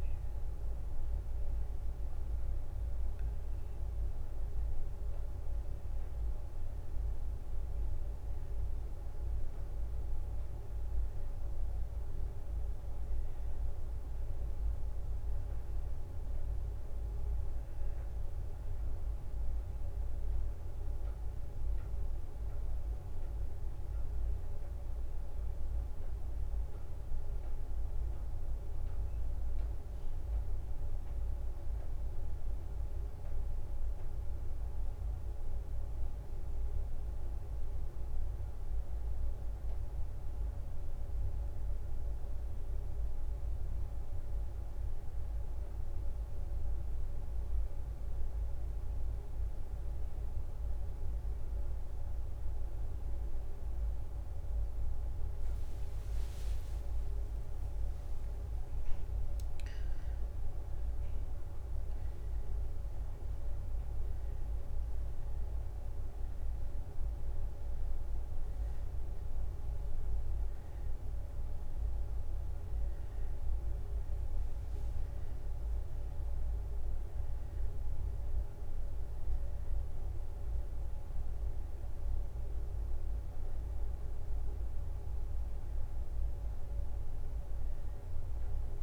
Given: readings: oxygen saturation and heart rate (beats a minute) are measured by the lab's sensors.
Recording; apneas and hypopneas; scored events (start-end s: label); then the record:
a person awake in a sleep study, hard to hear, by a room microphone; none
0.00-1.50 s: leg movement (device-marked)
0.00-4.00 s: drop in pulse transit time (device-marked, heart rate 64 extreme)
4.50-11.50 s: leg movement (device-marked)
28.00-30.00 s: bradycardia (device-marked, heart rate 65 before, 62 extreme)
45.00-51.50 s: leg movement (device-marked)
56.00-60.50 s: leg movement (device-marked)
56.00-68.00 s: drop in pulse transit time (device-marked, heart rate 64 before, 66 extreme)
74.50-76.00 s: leg movement (device-marked)
81.00-88.83 s: drop in pulse transit time (device-marked, heart rate 67 before, 61 extreme)
84.00-88.83 s: leg movement (device-marked)
From the record:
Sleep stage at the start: awake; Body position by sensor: on the right side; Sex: female